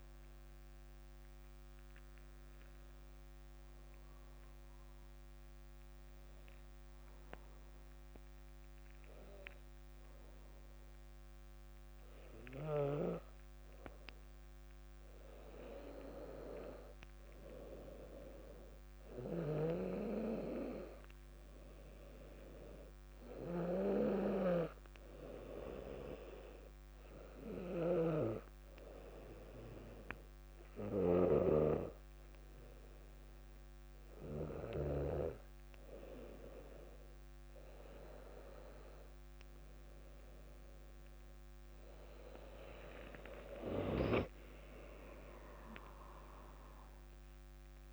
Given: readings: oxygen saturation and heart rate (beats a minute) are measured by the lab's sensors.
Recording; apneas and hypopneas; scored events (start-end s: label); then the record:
breathing in sleep by a microphone on the trachea; 2
2.50-13.50 s: hypopnea (oxygen 99% before, 95% lowest, heart rate 64 before, 59 extreme, up 2 after)
16.00-19.00 s: arousal
22.00-37.00 s: oxygen desaturation (device-marked, oxygen 98% before, 95% lowest, heart rate 60 before, 60 extreme)
24.50-36.00 s: hypopnea (oxygen 99% before, 94% lowest, heart rate 60 before, 60 extreme, up 2 after)
27.50-31.00 s: snoring (device-marked)
42.50-46.00 s: arousal
45.00-47.92 s: drop in pulse transit time (device-marked, heart rate 61 before, 63 extreme)
From the record:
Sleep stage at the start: N2 (light sleep); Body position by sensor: on the back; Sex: female